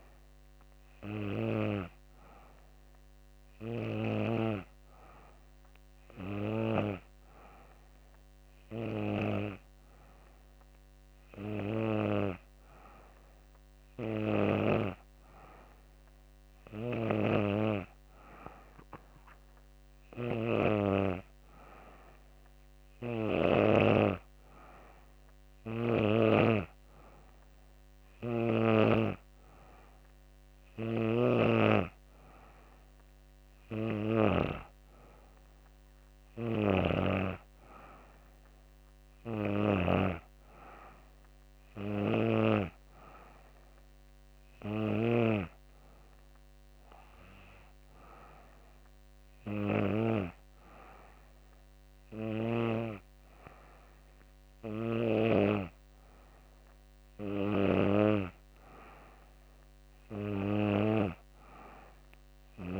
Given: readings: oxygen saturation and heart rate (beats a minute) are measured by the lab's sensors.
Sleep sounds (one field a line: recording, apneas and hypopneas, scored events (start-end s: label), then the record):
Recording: breathing in sleep by a microphone on the trachea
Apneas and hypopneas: none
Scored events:
none scored
From the record:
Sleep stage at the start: N2 (light sleep)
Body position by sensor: on the back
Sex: female